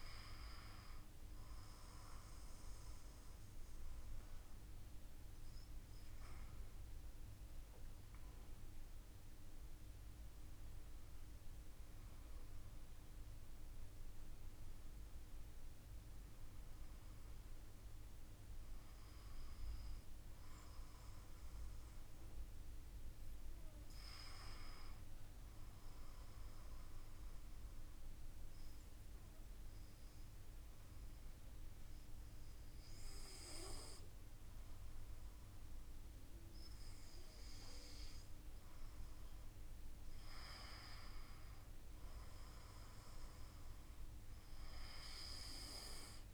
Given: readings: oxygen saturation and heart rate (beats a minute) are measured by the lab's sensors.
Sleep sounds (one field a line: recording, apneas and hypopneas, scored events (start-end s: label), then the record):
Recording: breathing in sleep by a room microphone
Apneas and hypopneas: 1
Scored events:
6.50-11.00 s: arousal
26.50-37.50 s: obstructive apnea (oxygen 96% before, 94% lowest, heart rate 54 before, 51 extreme, up 1 after)
39.50-42.50 s: arousal
From the record:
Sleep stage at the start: N2 (light sleep)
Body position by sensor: on the back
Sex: male